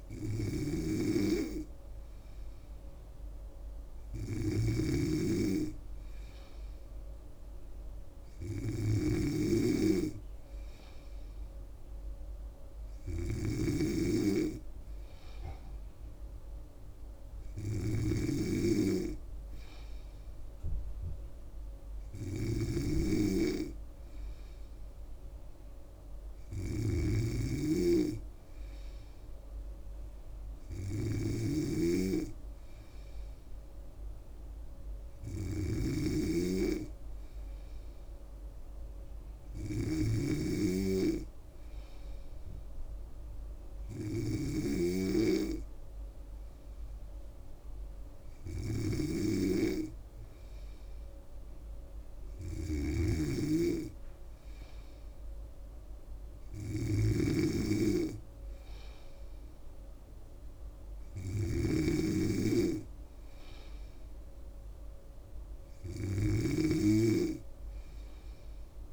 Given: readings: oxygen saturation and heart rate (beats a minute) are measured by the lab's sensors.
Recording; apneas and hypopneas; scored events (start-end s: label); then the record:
breathing in sleep by a room microphone; none
0.00-68.93 s: snoring (device-marked)
From the record:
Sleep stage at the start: N3 (deep sleep); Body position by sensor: on the back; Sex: female